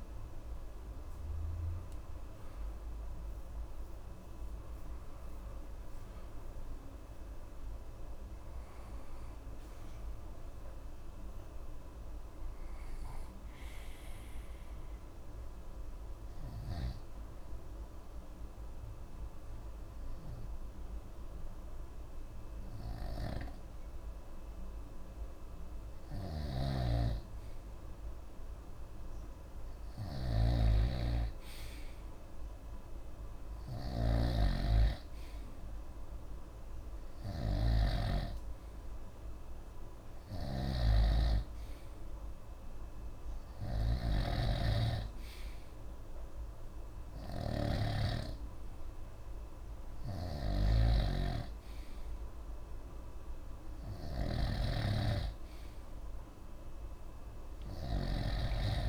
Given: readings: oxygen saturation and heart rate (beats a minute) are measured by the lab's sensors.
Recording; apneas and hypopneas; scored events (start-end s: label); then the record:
breathing in sleep by a room microphone; 1
1.50-5.50 s: arousal
15.00-26.50 s: obstructive apnea (oxygen 94% before, 92% lowest, heart rate 88 before, 60 extreme, up 2 after)
23.00-48.00 s: snoring (device-marked)
28.00-32.00 s: arousal
36.00-48.00 s: oxygen desaturation (device-marked, oxygen 96% before, 92% lowest, heart rate 62 before, 61 extreme)
50.00-58.50 s: snoring (device-marked)
From the record:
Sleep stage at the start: N2 (light sleep); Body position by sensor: on the right side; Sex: male